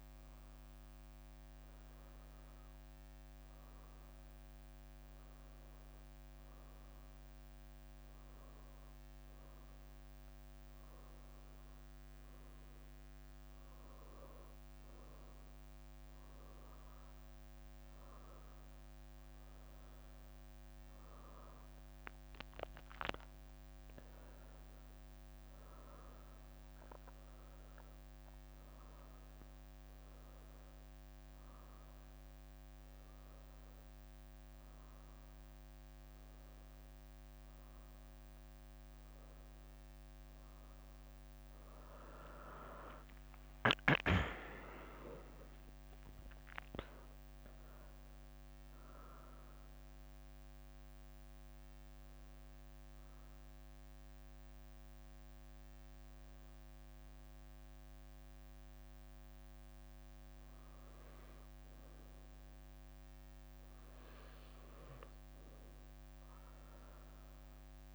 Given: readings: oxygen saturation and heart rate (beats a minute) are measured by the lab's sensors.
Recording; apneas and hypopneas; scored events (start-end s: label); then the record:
breathing in sleep by a microphone on the trachea; 1
2.00-4.00 s: leg movement (device-marked)
5.00-15.50 s: leg movement (device-marked)
36.00-37.50 s: leg movement (device-marked)
40.50-50.00 s: leg movement (device-marked)
43.00-47.00 s: arousal
51.00-62.00 s: hypopnea (oxygen 98% before, 96% lowest, heart rate 77 before, 66 extreme, up 4 after)
52.00-59.50 s: leg movement (device-marked)
65.00-67.95 s: arousal
From the record:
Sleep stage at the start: N1 (lightest sleep); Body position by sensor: on the right side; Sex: female